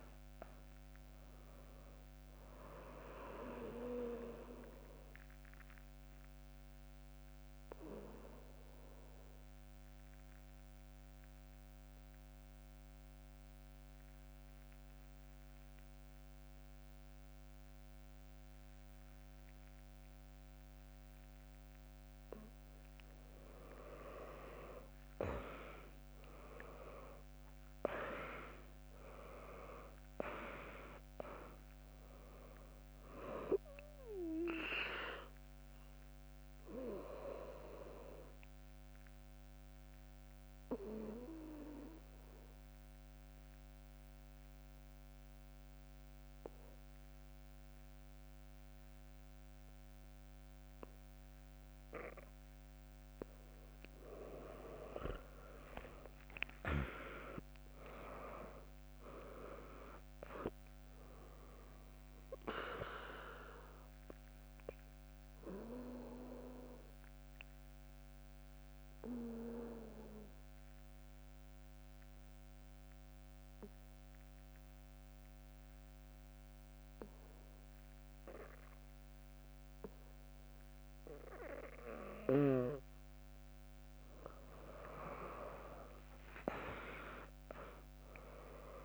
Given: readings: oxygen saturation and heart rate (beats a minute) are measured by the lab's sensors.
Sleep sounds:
breathing in sleep by a microphone on the trachea; 3
0.00-4.00 s: drop in pulse transit time (device-marked, heart rate 63 extreme)
0.00-18.00 s: oxygen desaturation (device-marked, oxygen 95% lowest, heart rate 62 extreme)
4.00-22.00 s: obstructive apnea (oxygen 100% before, 95% lowest, heart rate 70 before, 63 extreme, up 0 after)
23.50-27.00 s: arousal
28.00-40.00 s: drop in pulse transit time (device-marked, heart rate 64 before, 64 extreme)
37.00-53.00 s: mixed apnea (oxygen 100% before, 96% lowest, heart rate 67 before, 59 extreme)
55.00-58.50 s: arousal
57.00-67.00 s: drop in pulse transit time (device-marked, heart rate 76 before, 60 extreme)
63.50-83.00 s: obstructive apnea (oxygen 100% before, 96% lowest, heart rate 71 before, 61 extreme, up 3 after)
86.00-88.85 s: arousal
87.00-88.85 s: drop in pulse transit time (device-marked, heart rate 65 before, 63 extreme)
From the record:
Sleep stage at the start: N2 (light sleep); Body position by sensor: on the back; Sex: female

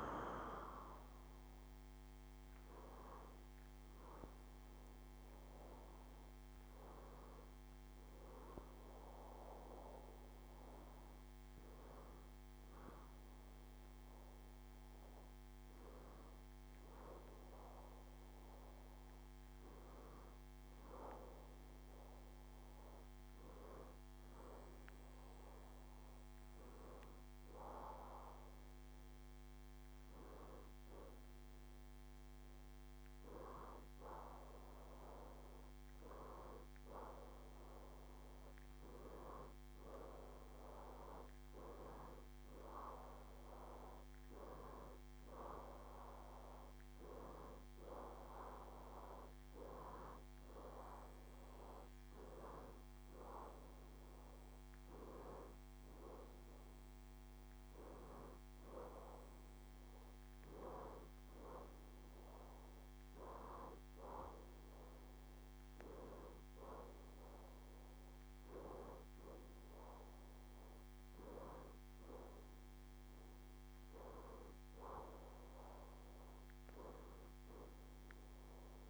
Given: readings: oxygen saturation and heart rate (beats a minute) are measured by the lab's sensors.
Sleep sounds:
breathing in sleep by a microphone on the trachea; none
63.50-78.90 s: new sleep stage, N1 (lightest sleep)
From the record:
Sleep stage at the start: N2 (light sleep); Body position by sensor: on the back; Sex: female

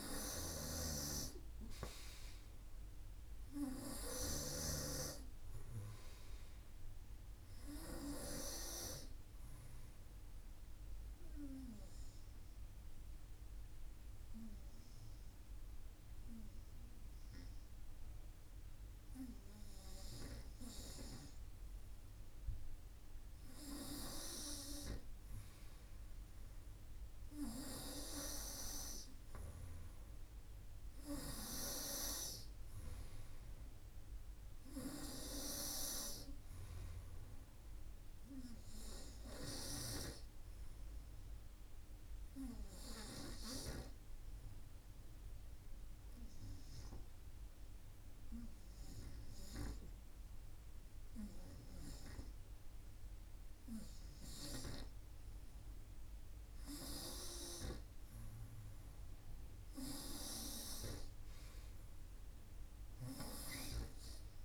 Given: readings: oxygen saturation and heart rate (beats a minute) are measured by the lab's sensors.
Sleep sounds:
breathing in sleep by a room microphone; 2
0.00-3.50 s: snoring (device-marked)
0.00-7.00 s: oxygen desaturation (device-marked, oxygen 91% lowest, heart rate 51 extreme)
10.50-23.00 s: mixed apnea (oxygen 94% before, 91% lowest, heart rate 54 before, 51 extreme, up 3 after)
25.50-28.50 s: arousal
35.00-64.45 s: new sleep stage, REM sleep
42.00-54.00 s: obstructive apnea (oxygen 96% before, 91% lowest, heart rate 54 before, 52 extreme, up 0 after)
57.50-61.50 s: arousal
From the record:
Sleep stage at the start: N2 (light sleep); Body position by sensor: on the front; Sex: male

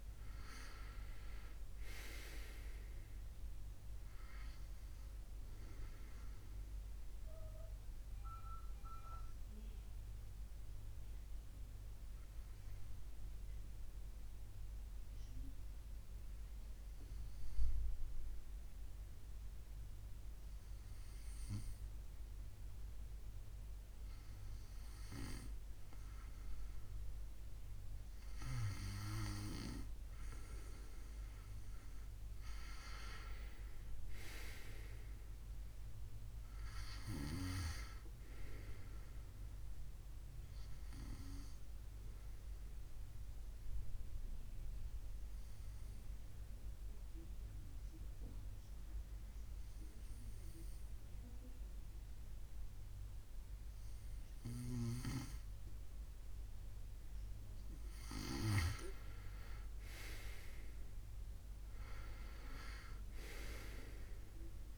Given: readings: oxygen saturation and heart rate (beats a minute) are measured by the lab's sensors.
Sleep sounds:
breathing in sleep by a room microphone; 2
0.00-1.00 s: arousal
8.00-30.00 s: mixed apnea (oxygen 95% before, 90% lowest, heart rate 72 before, 68 extreme, up 3 after)
19.50-29.50 s: oxygen desaturation (device-marked, oxygen 94% before, 90% lowest, heart rate 73 before, 68 extreme)
32.50-36.50 s: arousal
42.00-56.00 s: obstructive apnea (oxygen 97% before, 92% lowest, heart rate 70 before, 69 extreme, up 3 after)
60.00-64.00 s: arousal
From the record:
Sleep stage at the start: N2 (light sleep); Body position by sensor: on the back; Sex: male

